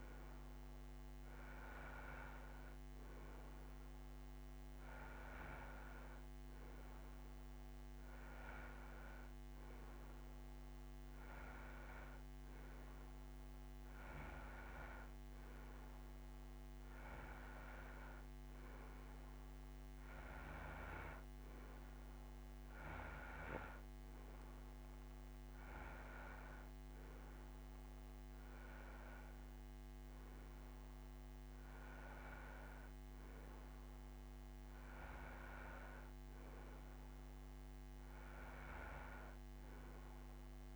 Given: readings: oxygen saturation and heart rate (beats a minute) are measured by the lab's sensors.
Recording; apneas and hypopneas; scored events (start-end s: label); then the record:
breathing in sleep by a microphone on the trachea; none
none scored
From the record:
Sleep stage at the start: N2 (light sleep); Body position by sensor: on the right side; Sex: male